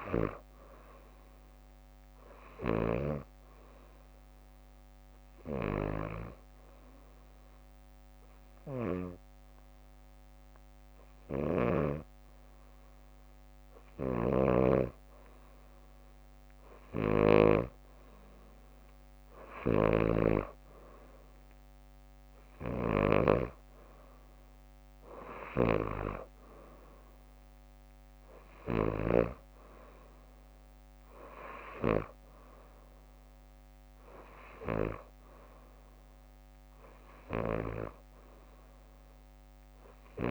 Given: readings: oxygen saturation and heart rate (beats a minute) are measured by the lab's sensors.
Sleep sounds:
breathing in sleep by a microphone on the trachea; 1
0.00-1.50 s: bradycardia (device-marked, heart rate 62 extreme)
0.00-3.00 s: snoring (device-marked)
3.00-14.50 s: hypopnea (oxygen 92% before, 89% lowest, heart rate 63 before, 60 extreme, up 7 after)
11.00-17.50 s: snoring (device-marked)
16.50-19.50 s: arousal
19.50-29.00 s: snoring (device-marked)
22.50-24.50 s: leg movement (device-marked)
From the record:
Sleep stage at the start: N2 (light sleep); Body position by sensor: on the back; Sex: female

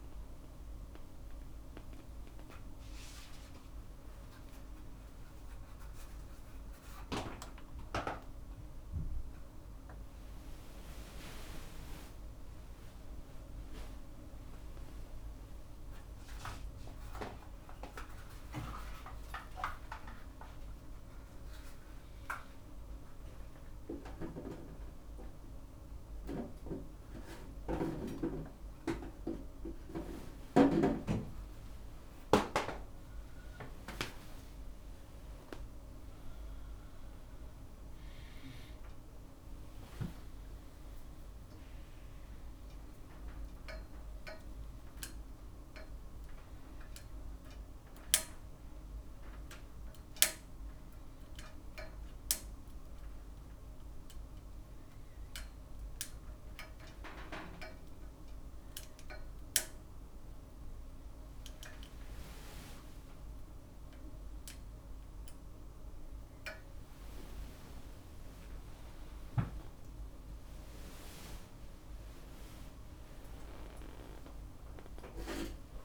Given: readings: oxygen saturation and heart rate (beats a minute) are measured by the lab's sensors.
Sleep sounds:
a person awake in a sleep study, by a room microphone; none
0.00-1.00 s: long interval between heartbeats (device-marked, heart rate 142 extreme)
0.00-5.50 s: drop in pulse transit time (device-marked, heart rate 133 extreme)
0.00-9.50 s: tachycardia (device-marked, heart rate 162 extreme)
1.50-3.50 s: long interval between heartbeats (device-marked, heart rate 97 before, 138 extreme)
4.50-6.50 s: long interval between heartbeats (device-marked, heart rate 111 before, 156 extreme)
9.00-11.00 s: long interval between heartbeats (device-marked, heart rate 131 before, 136 extreme)
13.50-32.50 s: tachycardia (device-marked, heart rate 57 before, 187 extreme)
17.00-19.00 s: long interval between heartbeats (device-marked, heart rate 134 before, 109 extreme)
18.50-27.50 s: oxygen desaturation (device-marked, oxygen 98% before, 95% lowest, heart rate 131 before, 63 extreme)
19.00-21.00 s: long interval between heartbeats (device-marked, heart rate 131 before, 158 extreme)
23.50-25.50 s: drop in pulse transit time (device-marked, heart rate 132 before, 138 extreme)
24.00-26.00 s: long interval between heartbeats (device-marked, heart rate 132 before, 138 extreme)
30.00-32.00 s: long interval between heartbeats (device-marked, heart rate 133 before, 175 extreme)
32.50-34.50 s: long interval between heartbeats (device-marked, heart rate 140 before, 151 extreme)
36.50-44.50 s: drop in pulse transit time (device-marked, heart rate 152 before, 63 extreme)
37.50-39.50 s: long interval between heartbeats (device-marked, heart rate 151 before, 63 extreme)
43.50-45.50 s: long interval between heartbeats (device-marked, heart rate 130 before, 80 extreme)
52.00-54.00 s: long interval between heartbeats (device-marked, heart rate 99 before, 80 extreme)
61.50-63.50 s: long interval between heartbeats (device-marked, heart rate 80 before, 79 extreme)
64.50-75.85 s: tachycardia (device-marked, heart rate 63 before, 169 extreme)
68.50-70.50 s: long interval between heartbeats (device-marked, heart rate 80 before, 120 extreme)
73.00-75.00 s: long interval between heartbeats (device-marked, heart rate 90 before, 148 extreme)
73.50-74.50 s: drop in pulse transit time (device-marked, heart rate 95 before, 148 extreme)
From the record:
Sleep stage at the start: awake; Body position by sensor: on the front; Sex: male

